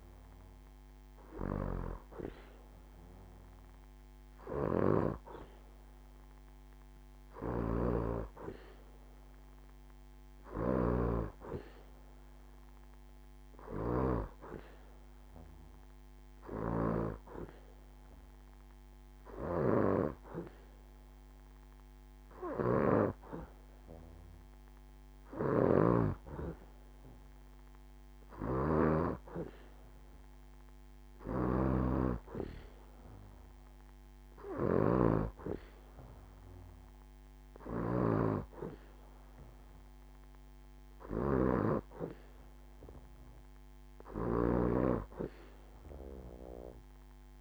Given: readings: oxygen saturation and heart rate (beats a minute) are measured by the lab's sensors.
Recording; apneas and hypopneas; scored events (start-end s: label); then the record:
breathing in sleep by a microphone on the trachea; none
none scored
From the record:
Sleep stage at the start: N2 (light sleep); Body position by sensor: on the back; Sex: female